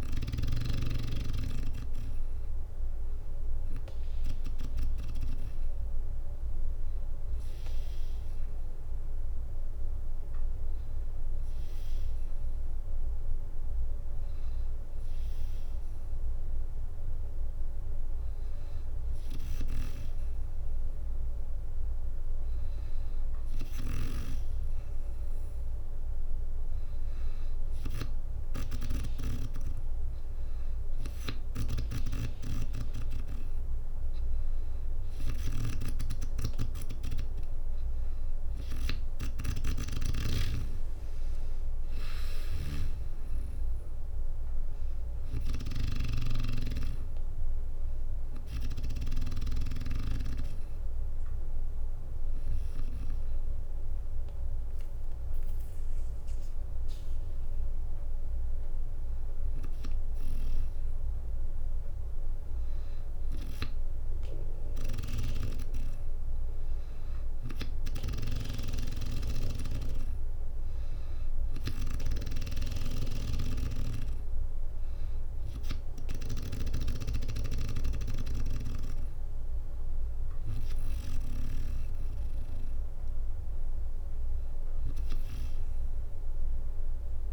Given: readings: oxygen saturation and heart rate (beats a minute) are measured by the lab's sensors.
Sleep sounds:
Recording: breathing in sleep by a room microphone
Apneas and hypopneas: 1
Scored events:
0.00-12.50 s: oxygen desaturation (device-marked, oxygen 93% lowest, heart rate 60 extreme)
28.00-31.50 s: snoring (device-marked)
35.50-60.50 s: drop in pulse transit time (device-marked, heart rate 62 before, 60 extreme)
39.50-49.50 s: snoring (device-marked)
47.00-49.50 s: arousal
51.00-62.00 s: hypopnea (oxygen 97% before, 94% lowest, heart rate 68 before, 58 extreme, up 0 after)
60.50-66.50 s: bradycardia (device-marked, heart rate 63 before, 58 extreme)
64.00-76.00 s: snoring (device-marked)
67.00-70.00 s: arousal
71.50-84.50 s: oxygen desaturation (device-marked, oxygen 97% before, 94% lowest, heart rate 61 before, 59 extreme)
78.50-80.50 s: bradycardia (device-marked, heart rate 63 before, 61 extreme)
From the record:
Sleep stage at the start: N2 (light sleep)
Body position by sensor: on the back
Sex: female

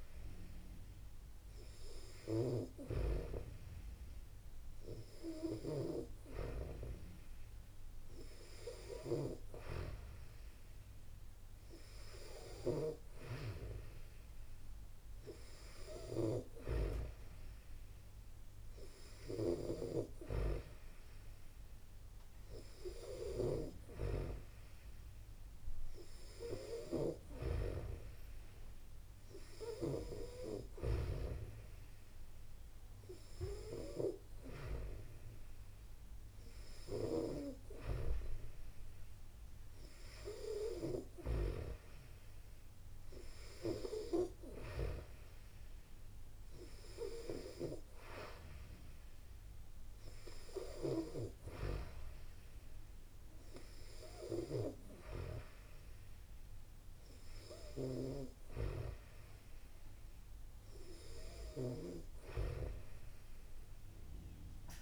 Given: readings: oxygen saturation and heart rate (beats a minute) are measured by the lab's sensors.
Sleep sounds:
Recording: breathing in sleep by a room microphone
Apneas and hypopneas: none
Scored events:
9.00-13.00 s: snoring (device-marked)
From the record:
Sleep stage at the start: N2 (light sleep)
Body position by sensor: on the back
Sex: female

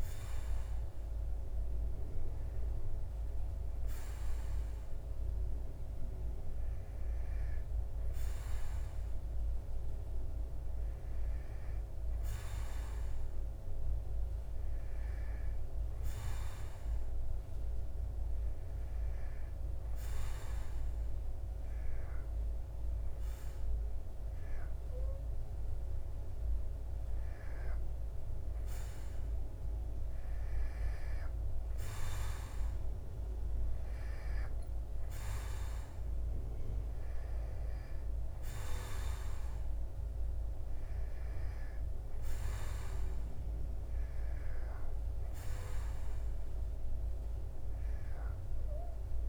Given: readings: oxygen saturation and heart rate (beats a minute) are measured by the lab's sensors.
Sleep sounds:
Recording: breathing in sleep, hard to hear, by a room microphone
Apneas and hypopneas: none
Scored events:
none scored
From the record:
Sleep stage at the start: N2 (light sleep)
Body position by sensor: on the back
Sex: male

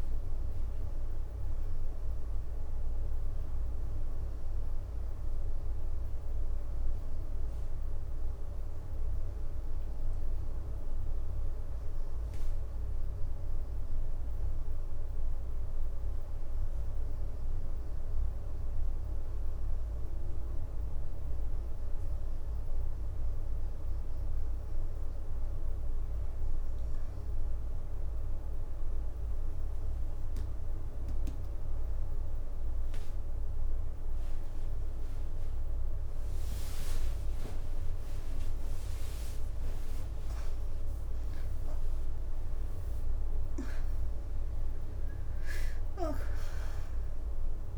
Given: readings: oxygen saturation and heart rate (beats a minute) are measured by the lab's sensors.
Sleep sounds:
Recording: breathing in sleep, hard to hear, by a room microphone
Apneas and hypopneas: none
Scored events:
18.50-19.50 s: leg movement (device-marked)
21.00-24.00 s: leg movement (device-marked)
31.00-35.00 s: leg movement (device-marked)
From the record:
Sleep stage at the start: N2 (light sleep)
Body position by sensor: on the back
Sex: female

